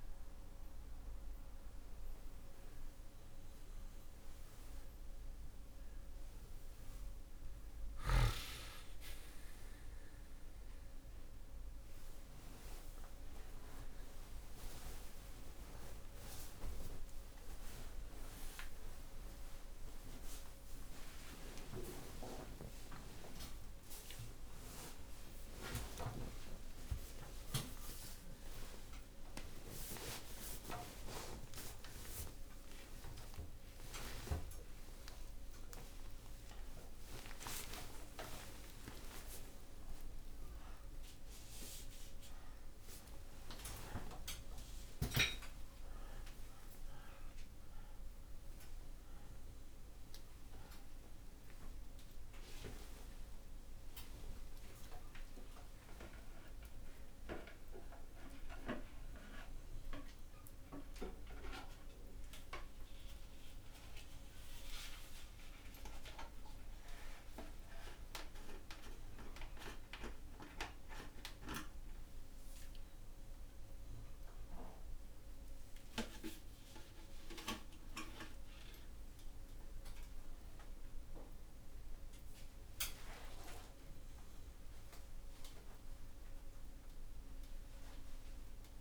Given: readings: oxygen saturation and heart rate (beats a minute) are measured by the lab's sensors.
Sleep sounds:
a person awake in a sleep study, by a room microphone; none
19.00-88.81 s: new sleep stage, awake
From the record:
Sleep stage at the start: N2 (light sleep); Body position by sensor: upright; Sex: male

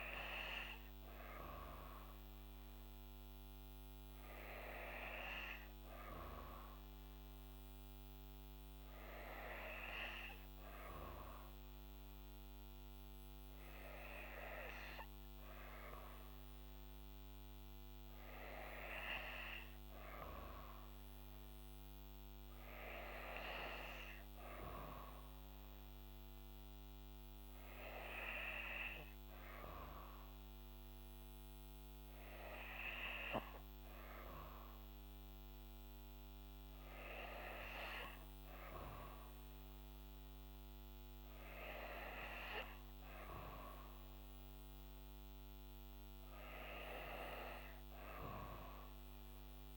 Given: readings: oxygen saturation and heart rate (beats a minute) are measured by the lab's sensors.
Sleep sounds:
breathing in sleep by a microphone on the trachea; none
none scored
From the record:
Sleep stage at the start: N2 (light sleep); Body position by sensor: on the back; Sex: female

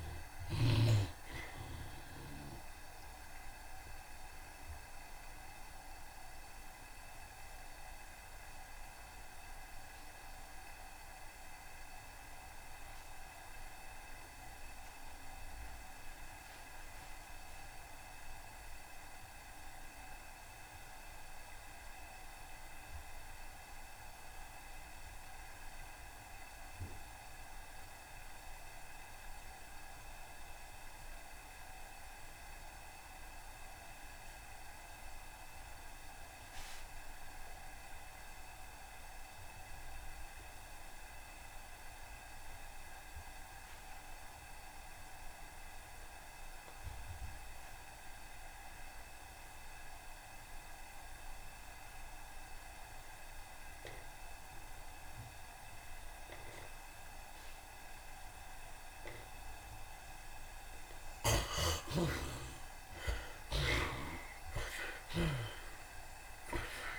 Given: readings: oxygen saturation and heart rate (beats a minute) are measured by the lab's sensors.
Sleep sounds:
breathing in sleep by a room microphone; 1
0.00-1.00 s: snoring (device-marked)
0.00-2.50 s: tachycardia (device-marked, heart rate 132 extreme)
0.00-18.50 s: oxygen desaturation (device-marked, oxygen 59% lowest, heart rate 74 extreme)
1.00-3.00 s: long interval between heartbeats (device-marked, heart rate 89 before, 129 extreme)
4.50-59.50 s: mixed apnea (oxygen 63% before, 59% lowest, heart rate 98 before, 58 extreme, up 41 after)
20.50-66.99 s: oxygen desaturation (device-marked, oxygen 88% before, 59% lowest, heart rate 89 before, 58 extreme)
57.50-59.50 s: long interval between heartbeats (device-marked, heart rate 78 before, 69 extreme)
61.00-63.00 s: long interval between heartbeats (device-marked, heart rate 77 before, 90 extreme)
61.50-65.50 s: arousal
61.50-66.99 s: snoring (device-marked)
From the record:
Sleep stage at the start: N2 (light sleep); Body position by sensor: on the right side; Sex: male

